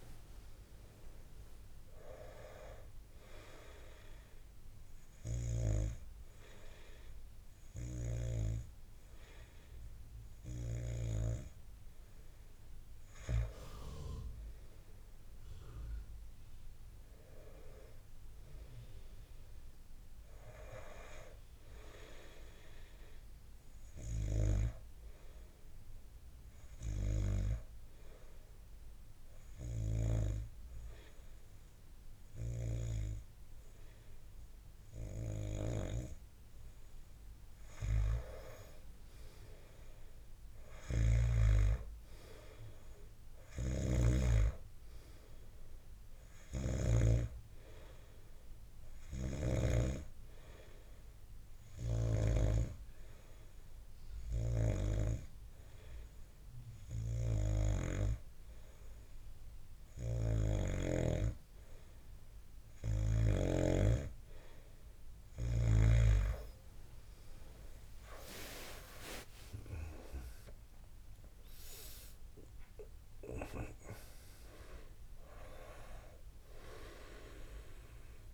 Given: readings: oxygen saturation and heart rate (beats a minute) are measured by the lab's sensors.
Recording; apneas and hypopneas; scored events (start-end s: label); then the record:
breathing in sleep by a room microphone; 3
4.50-14.50 s: hypopnea (oxygen 99% before, 92% lowest, heart rate 66 before, 61 extreme, up 5 after)
16.50-19.50 s: arousal
25.00-37.50 s: hypopnea (oxygen 97% before, 91% lowest, heart rate 65 before, 64 extreme, up 9 after)
28.50-37.50 s: oxygen desaturation (device-marked, oxygen 96% before, 93% lowest, heart rate 63 before, 64 extreme)
40.00-44.00 s: arousal
41.00-47.50 s: snoring (device-marked)
45.50-52.50 s: oxygen desaturation (device-marked, oxygen 96% before, 92% lowest, heart rate 66 before, 66 extreme)
49.00-65.00 s: hypopnea (oxygen 96% before, 90% lowest, heart rate 67 before, 63 extreme, up 14 after)
68.50-72.50 s: arousal
71.50-78.34 s: oxygen desaturation (device-marked, oxygen 96% before, 91% lowest, heart rate 69 before, 63 extreme)
From the record:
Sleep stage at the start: N2 (light sleep); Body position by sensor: on the back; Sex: male